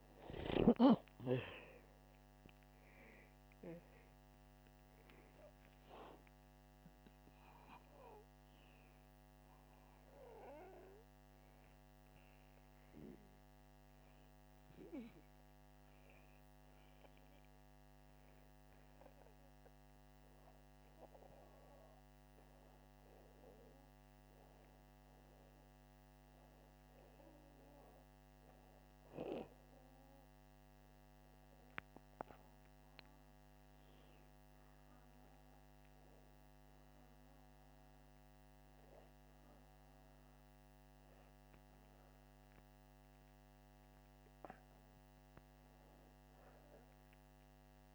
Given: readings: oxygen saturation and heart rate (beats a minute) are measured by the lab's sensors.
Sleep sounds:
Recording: breathing in sleep by a microphone on the trachea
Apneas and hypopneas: 1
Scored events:
2.50-7.50 s: arousal
13.50-25.00 s: hypopnea (oxygen 97% before, 94% lowest, heart rate 88 before, 81 extreme, up 2 after)
26.50-30.00 s: arousal
From the record:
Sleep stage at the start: N2 (light sleep)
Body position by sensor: upright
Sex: male

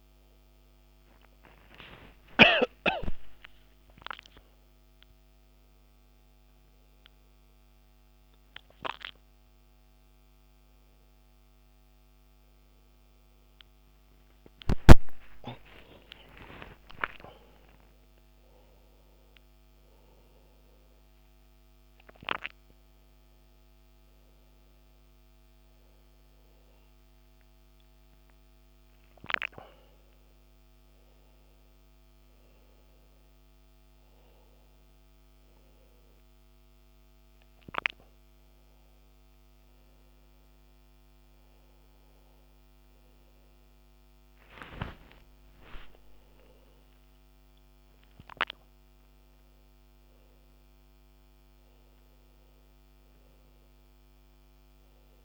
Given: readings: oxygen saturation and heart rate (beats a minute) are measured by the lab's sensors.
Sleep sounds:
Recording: a person awake in a sleep study, by a microphone on the trachea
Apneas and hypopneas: none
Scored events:
none scored
From the record:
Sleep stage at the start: awake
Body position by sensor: on the back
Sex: male

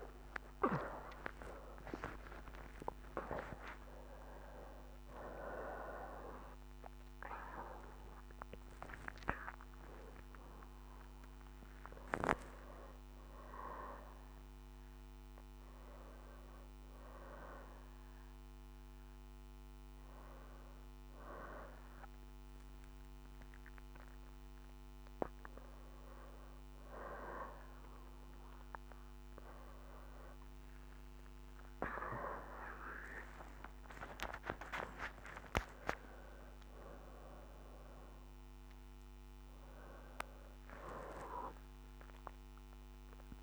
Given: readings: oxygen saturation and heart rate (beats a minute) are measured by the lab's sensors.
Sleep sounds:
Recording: a person awake in a sleep study, by a microphone on the trachea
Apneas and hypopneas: none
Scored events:
0.00-12.00 s: oxygen desaturation (device-marked, oxygen 80% lowest, heart rate 71 extreme)
From the record:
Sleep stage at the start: awake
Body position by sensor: on the back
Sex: female

